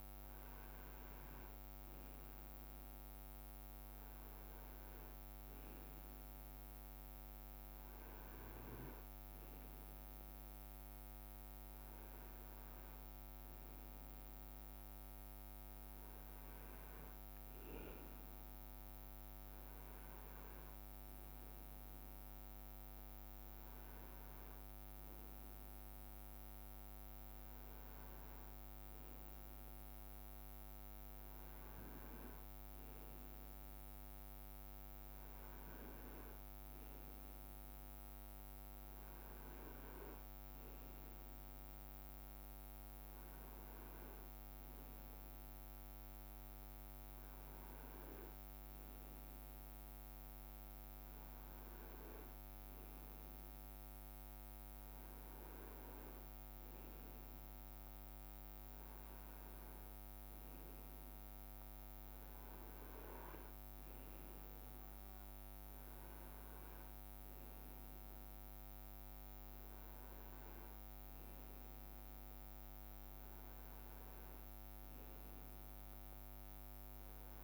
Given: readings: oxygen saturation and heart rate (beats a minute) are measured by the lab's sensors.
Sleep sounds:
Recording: breathing in sleep, hard to hear, by a microphone on the trachea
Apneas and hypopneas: none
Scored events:
none scored
From the record:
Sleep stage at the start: N2 (light sleep)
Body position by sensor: on the right side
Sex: male

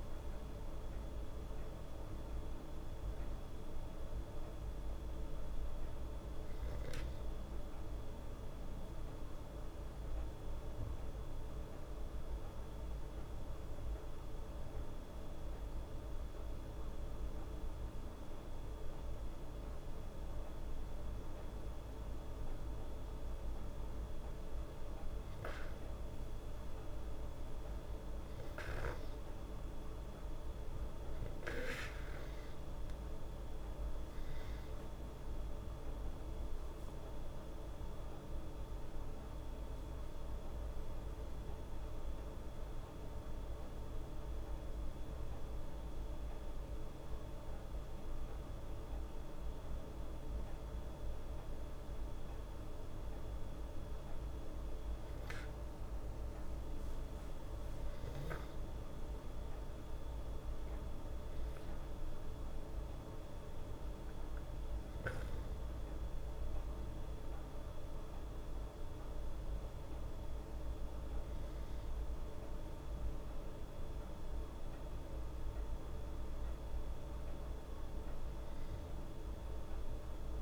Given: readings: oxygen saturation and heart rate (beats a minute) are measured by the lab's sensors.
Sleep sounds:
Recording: breathing in sleep, hard to hear, by a room microphone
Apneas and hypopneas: 1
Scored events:
5.00-9.00 s: arousal
11.50-21.50 s: hypopnea (oxygen 96% before, 94% lowest, heart rate 76 before, 73 extreme, up 3 after)
24.50-28.50 s: arousal
54.50-59.50 s: arousal
From the record:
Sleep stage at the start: N2 (light sleep)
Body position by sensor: on the back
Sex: female

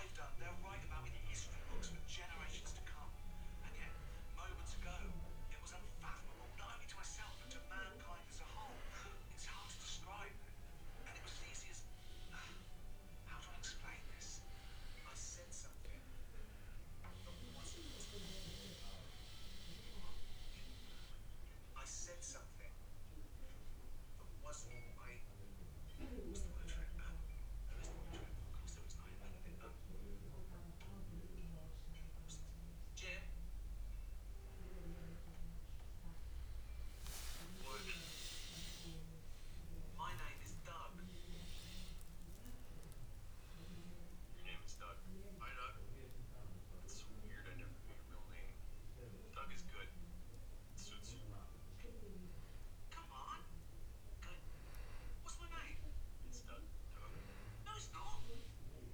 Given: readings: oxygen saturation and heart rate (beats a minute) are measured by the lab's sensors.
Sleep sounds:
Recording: breathing in sleep by a room microphone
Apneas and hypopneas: 2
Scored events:
14.50-18.00 s: arousal
20.50-35.50 s: mixed apnea (oxygen 96% before, 92% lowest, heart rate 87 before, 81 extreme)
37.00-40.50 s: arousal
43.50-54.50 s: hypopnea (oxygen 96% before, 92% lowest, heart rate 98 before, 83 extreme, up 4 after)
44.00-55.00 s: oxygen desaturation (device-marked, oxygen 97% before, 92% lowest, heart rate 102 before, 83 extreme)
57.00-58.94 s: arousal
From the record:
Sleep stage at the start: N2 (light sleep)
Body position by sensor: on the back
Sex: male

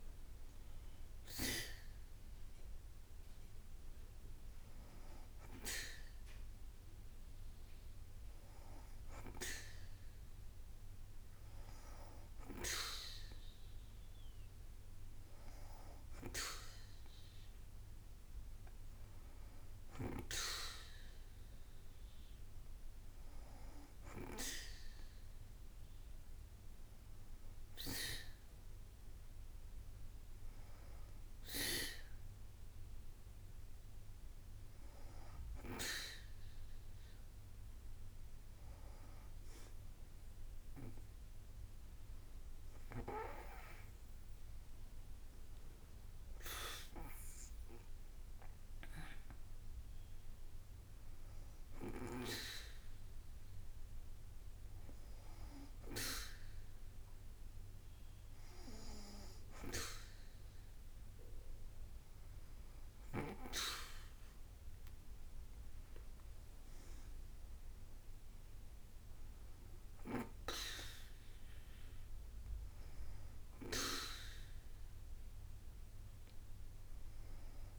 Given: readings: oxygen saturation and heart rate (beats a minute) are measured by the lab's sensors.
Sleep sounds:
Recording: breathing in sleep by a room microphone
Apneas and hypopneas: none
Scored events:
none scored
From the record:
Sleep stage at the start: N2 (light sleep)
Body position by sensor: on the back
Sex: female

